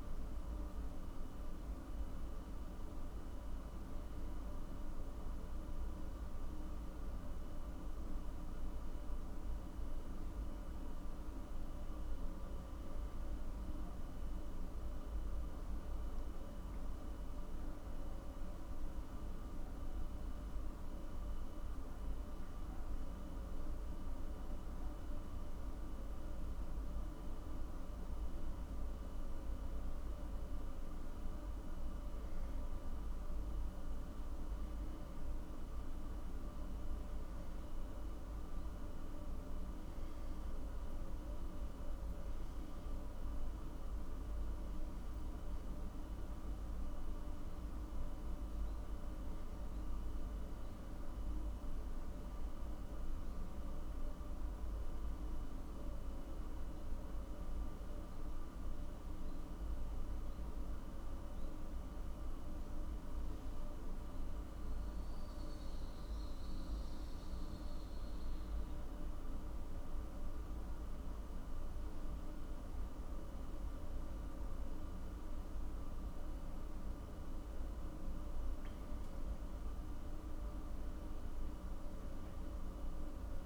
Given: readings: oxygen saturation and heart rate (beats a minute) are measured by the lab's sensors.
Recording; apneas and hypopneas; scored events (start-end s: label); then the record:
breathing in sleep, hard to hear, by a room microphone; none
58.00-83.46 s: new sleep stage, N1 (lightest sleep)
71.00-75.50 s: arousal
From the record:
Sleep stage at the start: N2 (light sleep); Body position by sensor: on the back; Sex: male